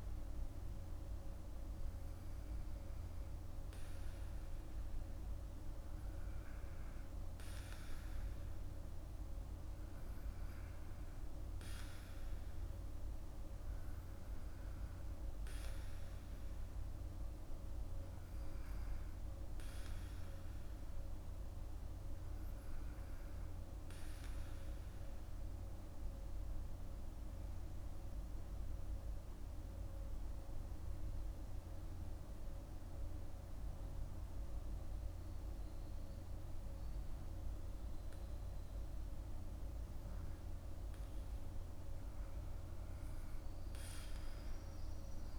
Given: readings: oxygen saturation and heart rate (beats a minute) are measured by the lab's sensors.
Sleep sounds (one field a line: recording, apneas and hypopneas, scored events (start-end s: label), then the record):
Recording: breathing in sleep, hard to hear, by a room microphone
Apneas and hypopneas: 1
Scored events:
0.00-2.50 s: oxygen desaturation (device-marked, oxygen 94% lowest, heart rate 54 extreme)
17.00-20.50 s: arousal
24.00-40.50 s: hypopnea (oxygen 97% before, 94% lowest, heart rate 56 before, 55 extreme, up 4 after)
42.50-45.39 s: arousal
From the record:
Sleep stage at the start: REM sleep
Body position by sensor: on the back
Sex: male